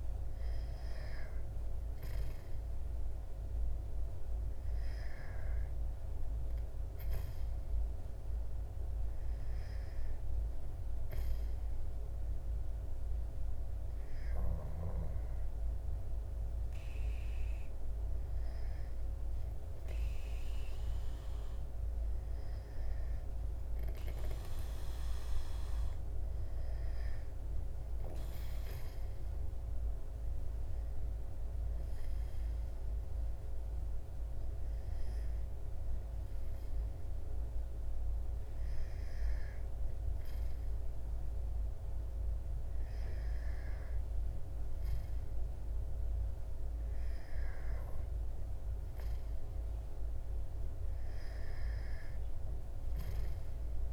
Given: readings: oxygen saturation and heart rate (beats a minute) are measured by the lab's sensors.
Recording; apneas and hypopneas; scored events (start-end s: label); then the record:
breathing in sleep, hard to hear, by a room microphone; none
none scored
From the record:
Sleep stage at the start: N2 (light sleep); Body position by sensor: on the back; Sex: male